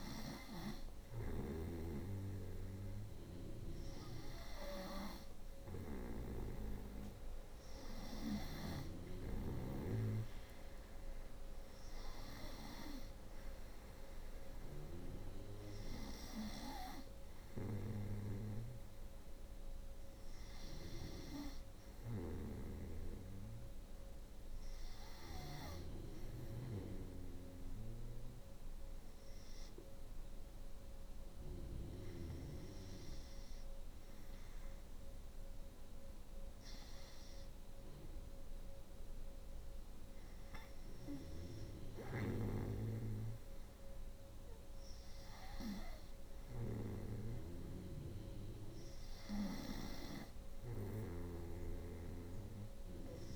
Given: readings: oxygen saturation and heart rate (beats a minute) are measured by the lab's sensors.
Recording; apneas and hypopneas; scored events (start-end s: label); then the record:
breathing in sleep by a room microphone; 1
0.00-8.00 s: snoring (device-marked)
3.00-19.00 s: oxygen desaturation (device-marked, oxygen 94% before, 90% lowest, heart rate 67 before, 64 extreme)
21.00-26.00 s: snoring (device-marked)
24.00-34.50 s: hypopnea (oxygen 94% before, 89% lowest, heart rate 66 before, 67 extreme, up 3 after)
38.00-42.50 s: arousal
41.00-49.00 s: snoring (device-marked)
51.00-53.36 s: snoring (device-marked)
From the record:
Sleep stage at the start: N2 (light sleep); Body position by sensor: on the right side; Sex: female